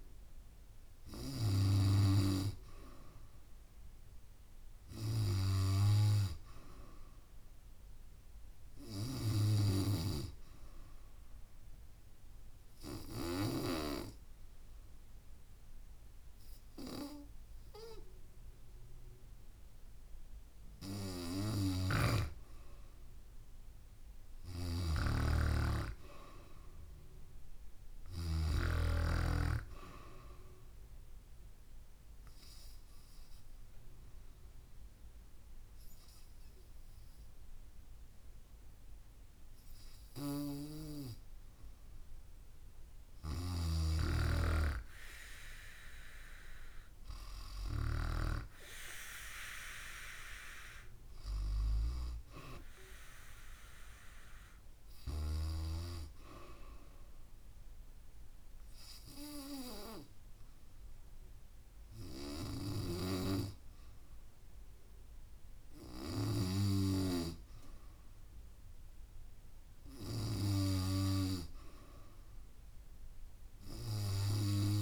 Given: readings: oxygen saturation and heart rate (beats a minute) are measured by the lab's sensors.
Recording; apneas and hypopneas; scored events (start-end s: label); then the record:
breathing in sleep by a room microphone; 3
10.50-21.50 s: obstructive apnea (oxygen 94% before, 93% lowest, heart rate 70 before, 64 extreme, up 1 after)
21.50-28.50 s: snoring (device-marked)
23.50-26.00 s: arousal
30.50-42.50 s: obstructive apnea (oxygen 95% before, 93% lowest, heart rate 70 before, 66 extreme, up 5 after)
45.00-48.00 s: arousal
57.00-67.50 s: hypopnea (oxygen 96% before, 92% lowest, heart rate 70 before, 69 extreme, up 3 after)
70.00-72.50 s: arousal
From the record:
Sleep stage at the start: N3 (deep sleep); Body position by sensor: on the back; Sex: female